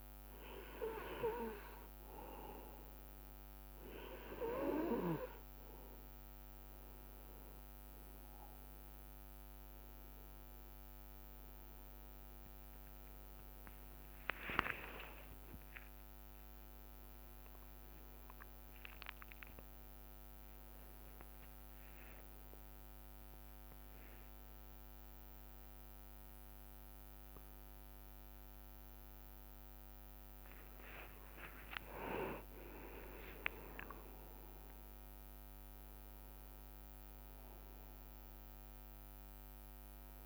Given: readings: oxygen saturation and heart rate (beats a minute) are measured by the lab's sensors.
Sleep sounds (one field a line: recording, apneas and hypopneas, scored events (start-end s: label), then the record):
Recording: a person awake in a sleep study, by a microphone on the trachea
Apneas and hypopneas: none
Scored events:
none scored
From the record:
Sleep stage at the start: awake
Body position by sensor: on the right side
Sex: male